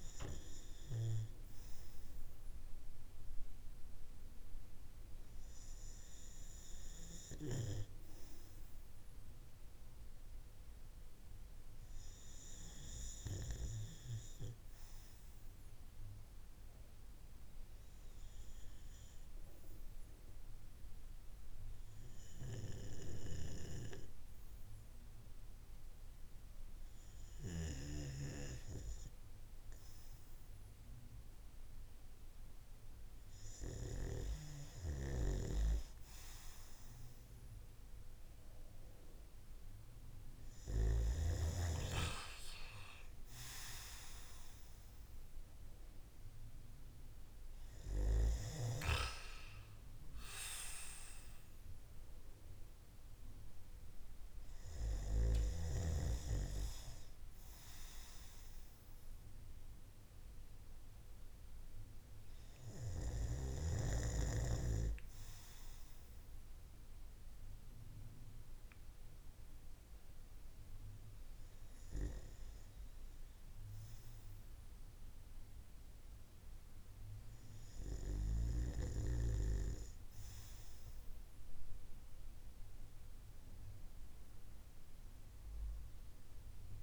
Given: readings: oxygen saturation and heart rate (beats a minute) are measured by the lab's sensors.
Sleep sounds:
breathing in sleep by a room microphone; none
34.00-40.50 s: snoring (device-marked)
From the record:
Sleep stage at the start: N2 (light sleep); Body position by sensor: on the right side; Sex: male

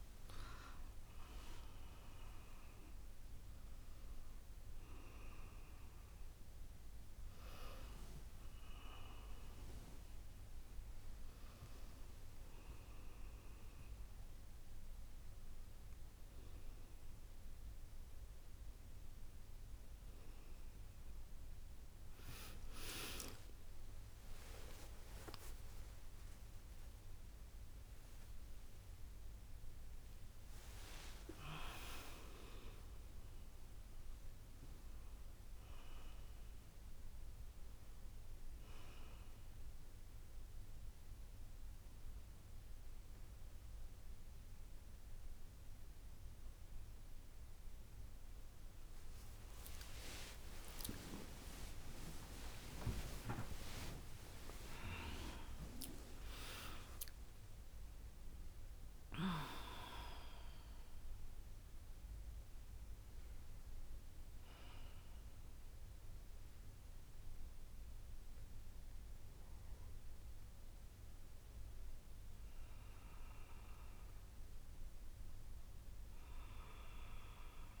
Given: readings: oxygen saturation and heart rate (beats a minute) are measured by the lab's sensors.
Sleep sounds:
a person awake in a sleep study, by a room microphone; none
none scored
From the record:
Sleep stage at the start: awake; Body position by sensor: on the back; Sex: female

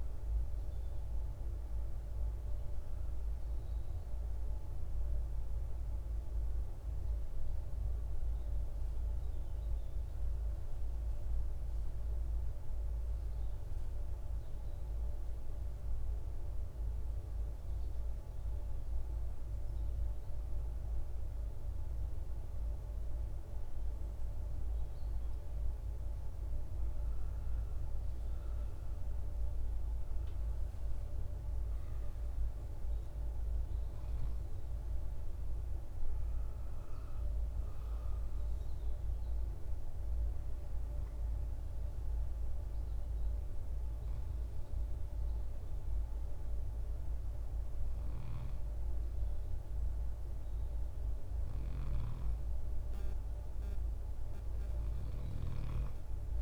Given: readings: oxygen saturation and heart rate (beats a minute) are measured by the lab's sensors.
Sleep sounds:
breathing in sleep, hard to hear, by a room microphone; 1
0.00-10.50 s: oxygen desaturation (device-marked, oxygen 88% lowest, heart rate 53 extreme)
1.50-21.50 s: hypopnea (oxygen 97% before, 88% lowest, heart rate 71 before, 53 extreme, up 7 after)
25.50-30.00 s: arousal
From the record:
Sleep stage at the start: N2 (light sleep); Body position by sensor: on the right side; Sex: male

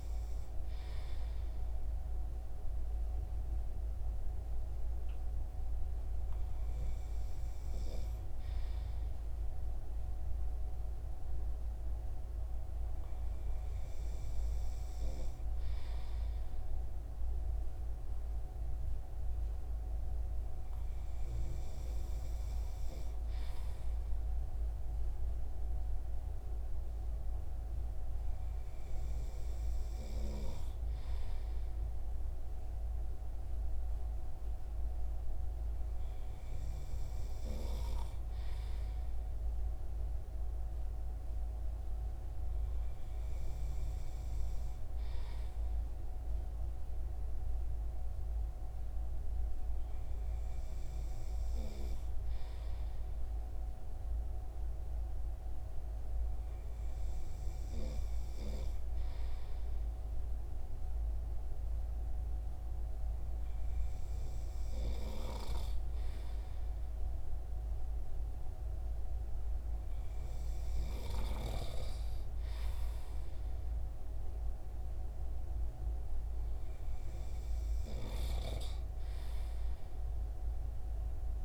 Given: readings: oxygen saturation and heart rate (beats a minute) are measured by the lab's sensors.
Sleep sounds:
breathing in sleep by a room microphone; none
none scored
From the record:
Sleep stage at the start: N2 (light sleep); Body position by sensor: on the front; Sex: male

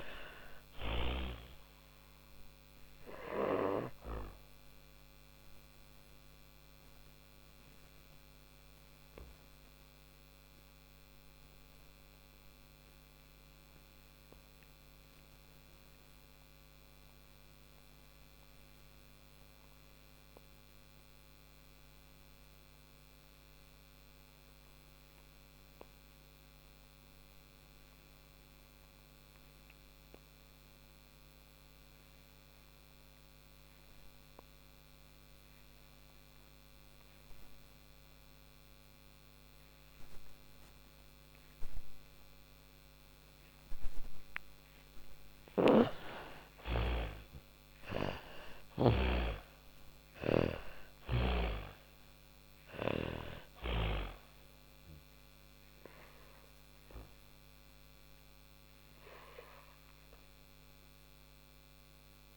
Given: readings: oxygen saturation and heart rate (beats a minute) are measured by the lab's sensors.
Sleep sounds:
breathing in sleep by a microphone on the trachea; 1
0.00-20.50 s: oxygen desaturation (device-marked, oxygen 81% lowest, heart rate 38 extreme)
10.50-44.00 s: hypopnea (oxygen 95% before, 81% lowest, heart rate 127 before, 49 extreme)
37.50-62.37 s: oxygen desaturation (device-marked, oxygen 98% before, 82% lowest, heart rate 65 before, 49 extreme)
43.50-47.00 s: snoring (device-marked)
45.50-50.50 s: arousal
From the record:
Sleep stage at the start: N2 (light sleep); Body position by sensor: on the back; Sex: female

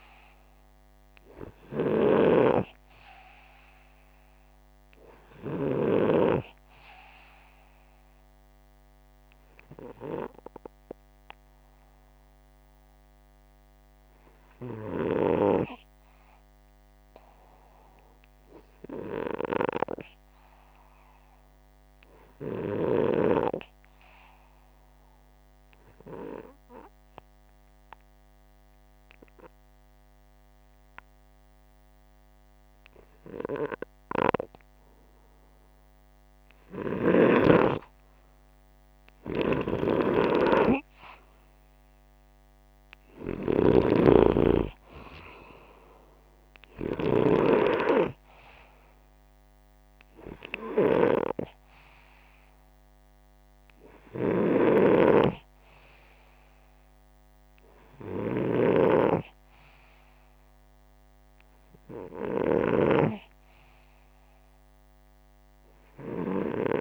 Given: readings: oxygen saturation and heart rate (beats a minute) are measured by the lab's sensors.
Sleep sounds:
breathing in sleep by a microphone on the trachea; 1
0.00-7.00 s: oxygen desaturation (device-marked, oxygen 90% lowest, heart rate 63 extreme)
12.00-24.00 s: oxygen desaturation (device-marked, oxygen 92% before, 89% lowest, heart rate 69 before, 61 extreme)
26.50-37.00 s: obstructive apnea (oxygen 97% before, 89% lowest, heart rate 68 before, 61 extreme, up 8 after)
39.00-42.50 s: arousal
39.00-47.00 s: snoring (device-marked)
54.00-58.50 s: snoring (device-marked)
63.00-66.81 s: oxygen desaturation (device-marked, oxygen 92% before, 89% lowest, heart rate 66 before, 59 extreme)
From the record:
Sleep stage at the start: N2 (light sleep); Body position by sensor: upright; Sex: male

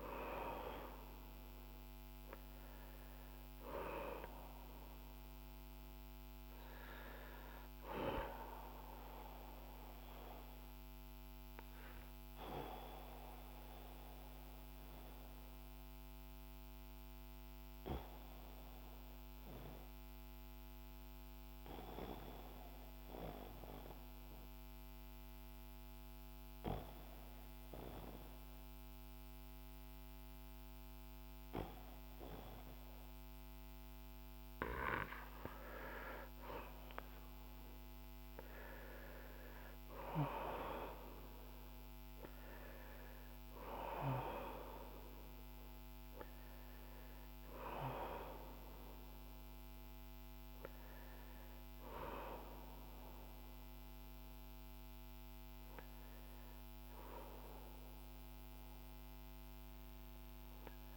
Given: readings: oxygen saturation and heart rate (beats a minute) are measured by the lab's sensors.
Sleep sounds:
breathing in sleep by a microphone on the trachea; 1
10.00-35.00 s: obstructive apnea (oxygen 97% before, 91% lowest, heart rate 54 before, 46 extreme, up 12 after)
15.50-29.50 s: oxygen desaturation (device-marked, oxygen 95% before, 92% lowest, heart rate 54 before, 46 extreme)
37.00-41.00 s: arousal
40.50-60.97 s: oxygen desaturation (device-marked, oxygen 97% before, 91% lowest, heart rate 50 before, 48 extreme)
From the record:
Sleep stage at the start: N2 (light sleep); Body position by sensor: on the back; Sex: male

